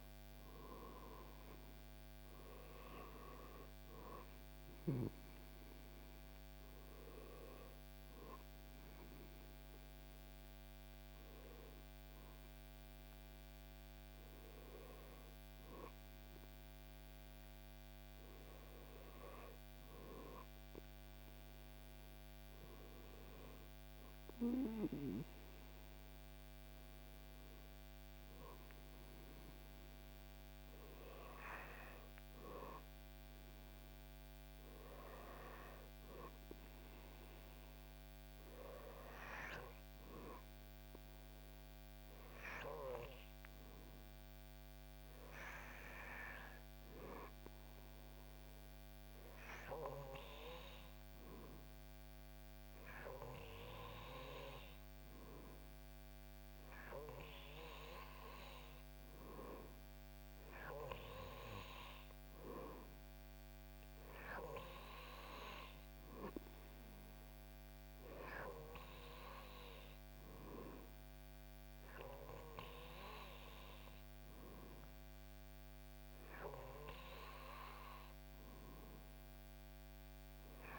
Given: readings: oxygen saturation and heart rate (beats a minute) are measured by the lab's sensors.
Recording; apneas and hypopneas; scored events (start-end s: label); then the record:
breathing in sleep by a microphone on the trachea; none
58.50-78.50 s: oxygen desaturation (device-marked, oxygen 95% before, 92% lowest, heart rate 71 before, 69 extreme)
From the record:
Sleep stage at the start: N2 (light sleep); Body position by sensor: on the back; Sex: male